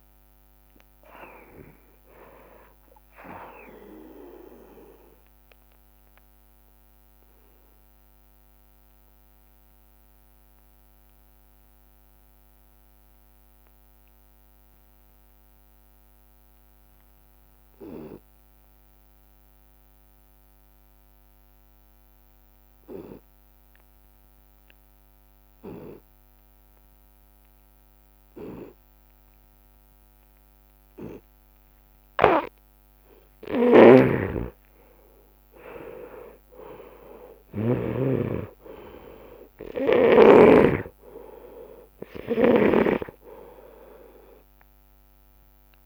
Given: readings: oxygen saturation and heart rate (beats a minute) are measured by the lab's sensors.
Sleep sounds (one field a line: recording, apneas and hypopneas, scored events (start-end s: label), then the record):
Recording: breathing in sleep by a microphone on the trachea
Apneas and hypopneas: 1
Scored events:
5.00-7.00 s: long interval between heartbeats (device-marked)
5.00-31.50 s: obstructive apnea (oxygen 98% before, 91% lowest, heart rate 78 before, 45 extreme, up 33 after)
8.50-10.50 s: long interval between heartbeats (device-marked)
11.50-13.50 s: long interval between heartbeats (device-marked, heart rate 52 before, 57 extreme)
13.00-36.00 s: tachycardia (device-marked, heart rate 44 before, 148 extreme)
14.50-16.50 s: long interval between heartbeats (device-marked, heart rate 48 before, 95 extreme)
17.00-19.00 s: long interval between heartbeats (device-marked, heart rate 54 before, 112 extreme)
21.00-23.00 s: long interval between heartbeats (device-marked, heart rate 61 before, 117 extreme)
22.00-30.00 s: drop in pulse transit time (device-marked, heart rate 63 before, 114 extreme)
24.00-26.00 s: long interval between heartbeats (device-marked, heart rate 71 before, 124 extreme)
27.00-29.00 s: long interval between heartbeats (device-marked, heart rate 88 before, 125 extreme)
29.50-31.50 s: long interval between heartbeats (device-marked, heart rate 99 before, 136 extreme)
32.00-38.00 s: snoring (device-marked)
32.50-34.50 s: long interval between heartbeats (device-marked, heart rate 114 before, 140 extreme)
32.50-36.50 s: arousal
35.50-37.50 s: long interval between heartbeats (device-marked, heart rate 124 before, 127 extreme)
37.50-39.50 s: long interval between heartbeats (device-marked, heart rate 127 before, 107 extreme)
38.00-45.86 s: oxygen desaturation (device-marked, oxygen 98% before, 92% lowest)
39.50-41.50 s: long interval between heartbeats (device-marked, heart rate 126 before, 68 extreme)
42.00-44.00 s: long interval between heartbeats (device-marked, heart rate 120 before, 65 extreme)
44.00-45.86 s: drop in pulse transit time (device-marked, heart rate 115 before, 45 extreme)
From the record:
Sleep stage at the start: N2 (light sleep)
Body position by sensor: on the left side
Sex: male